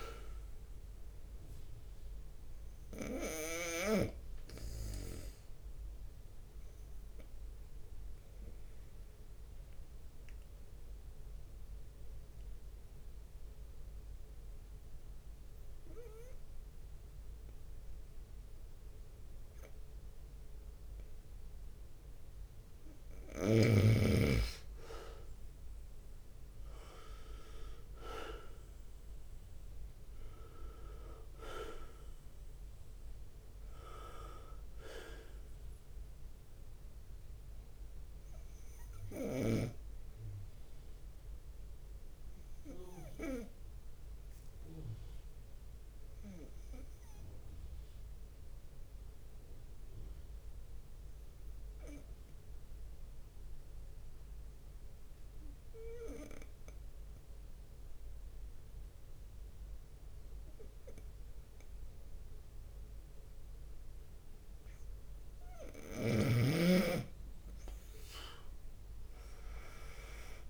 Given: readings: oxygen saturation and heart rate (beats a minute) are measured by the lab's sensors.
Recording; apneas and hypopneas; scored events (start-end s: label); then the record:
breathing in sleep by a room microphone; 2
0.00-1.50 s: drop in pulse transit time (device-marked)
0.00-3.00 s: leg movement (device-marked)
0.00-21.50 s: oxygen desaturation (device-marked, oxygen 91% lowest)
0.00-70.50 s: bradycardia (device-marked)
4.50-23.00 s: obstructive apnea (oxygen 98% before, 91% lowest)
6.50-8.00 s: leg movement (device-marked)
6.50-8.50 s: long interval between heartbeats (device-marked)
16.50-18.50 s: long interval between heartbeats (device-marked)
21.00-29.50 s: leg movement (device-marked)
25.50-30.50 s: arousal
28.00-30.00 s: long interval between heartbeats (device-marked)
33.50-38.50 s: leg movement (device-marked)
40.50-49.00 s: leg movement (device-marked)
40.50-65.00 s: obstructive apnea (oxygen 97% before, 93% lowest)
42.00-44.00 s: long interval between heartbeats (device-marked)
58.00-60.00 s: long interval between heartbeats (device-marked)
62.50-68.00 s: leg movement (device-marked)
66.50-70.50 s: oxygen desaturation (device-marked, oxygen 98% before, 94% lowest)
68.00-70.50 s: arousal
69.50-70.50 s: leg movement (device-marked)
From the record:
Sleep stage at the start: N2 (light sleep); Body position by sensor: on the right side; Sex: male